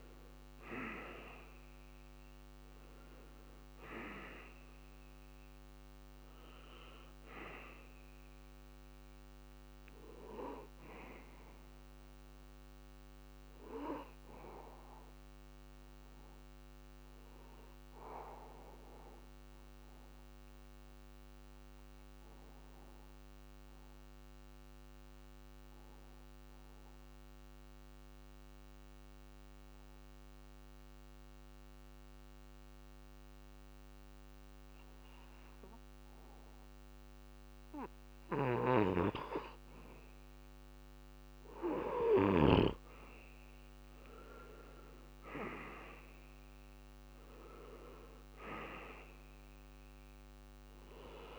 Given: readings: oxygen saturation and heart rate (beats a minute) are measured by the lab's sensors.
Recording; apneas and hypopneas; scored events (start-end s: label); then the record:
breathing in sleep by a microphone on the trachea; 1
0.00-20.50 s: oxygen desaturation (device-marked, oxygen 87% lowest)
15.50-38.00 s: mixed apnea (oxygen 96% before, 87% lowest)
36.50-51.39 s: oxygen desaturation (device-marked, oxygen 98% before, 87% lowest)
41.00-45.00 s: arousal
From the record:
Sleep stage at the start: N2 (light sleep); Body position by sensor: on the back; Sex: male